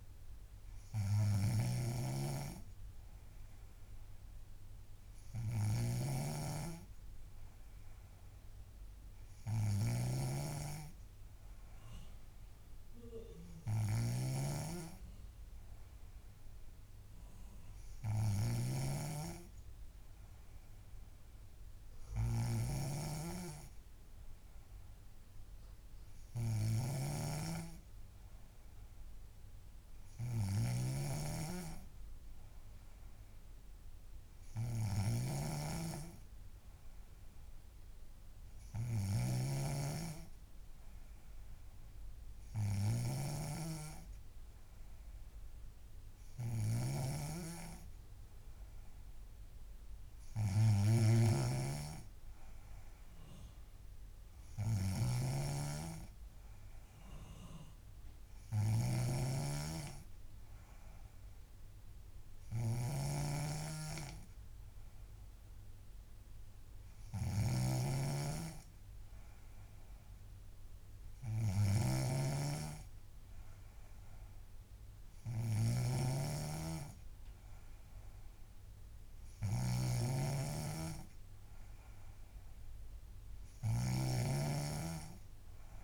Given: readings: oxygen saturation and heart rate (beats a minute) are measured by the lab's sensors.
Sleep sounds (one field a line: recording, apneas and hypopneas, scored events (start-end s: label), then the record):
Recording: breathing in sleep by a room microphone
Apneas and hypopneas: none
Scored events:
0.00-85.84 s: snoring (device-marked)
From the record:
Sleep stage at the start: N3 (deep sleep)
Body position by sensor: on the back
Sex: female